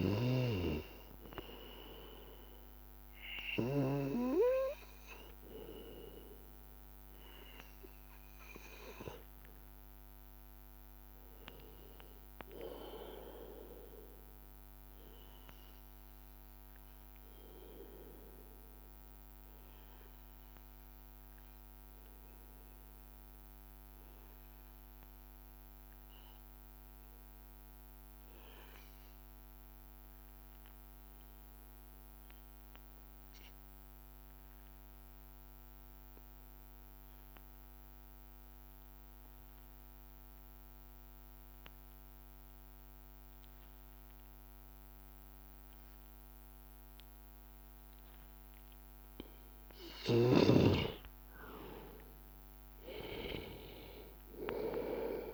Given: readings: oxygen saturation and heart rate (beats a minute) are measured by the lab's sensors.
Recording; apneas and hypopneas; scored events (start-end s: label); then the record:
breathing in sleep by a microphone on the trachea; 1
0.00-17.50 s: oxygen desaturation (device-marked, oxygen 93% lowest, heart rate 83 extreme)
22.50-45.00 s: hypopnea (oxygen 98% before, 91% lowest, heart rate 85 before, 83 extreme, up 0 after)
36.50-55.34 s: oxygen desaturation (device-marked, oxygen 97% before, 91% lowest, heart rate 84 before, 82 extreme)
50.00-54.00 s: arousal
From the record:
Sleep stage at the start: N2 (light sleep); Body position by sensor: on the back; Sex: male